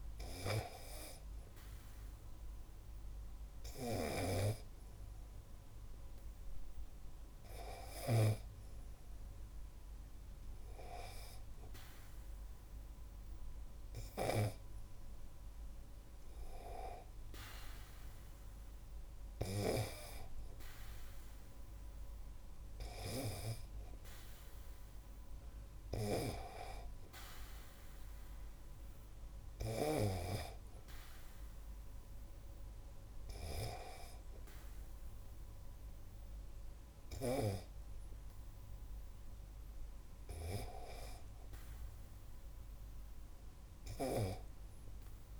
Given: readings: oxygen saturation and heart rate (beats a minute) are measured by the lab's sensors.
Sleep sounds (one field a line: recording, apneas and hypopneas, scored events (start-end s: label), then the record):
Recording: breathing in sleep by a room microphone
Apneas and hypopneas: none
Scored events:
none scored
From the record:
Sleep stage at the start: N2 (light sleep)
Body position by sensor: on the back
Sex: male